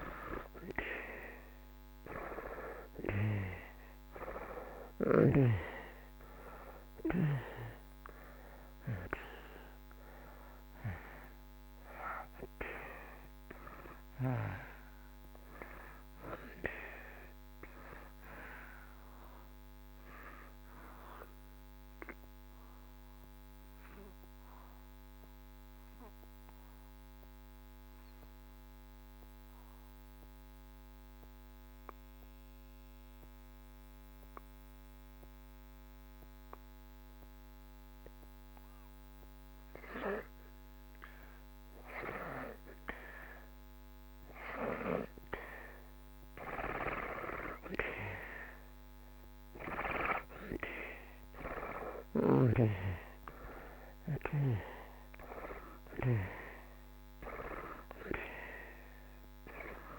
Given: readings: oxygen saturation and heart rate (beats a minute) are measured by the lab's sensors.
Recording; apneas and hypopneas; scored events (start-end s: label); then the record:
breathing in sleep by a microphone on the trachea; 1
0.00-3.00 s: arousal
10.50-32.50 s: oxygen desaturation (device-marked, oxygen 94% before, 80% lowest)
21.00-38.00 s: obstructive apnea (oxygen 95% before, 79% lowest)
44.50-49.50 s: arousal
45.50-59.99 s: oxygen desaturation (device-marked, oxygen 95% before, 79% lowest)
From the record:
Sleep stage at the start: N2 (light sleep); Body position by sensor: on the back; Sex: male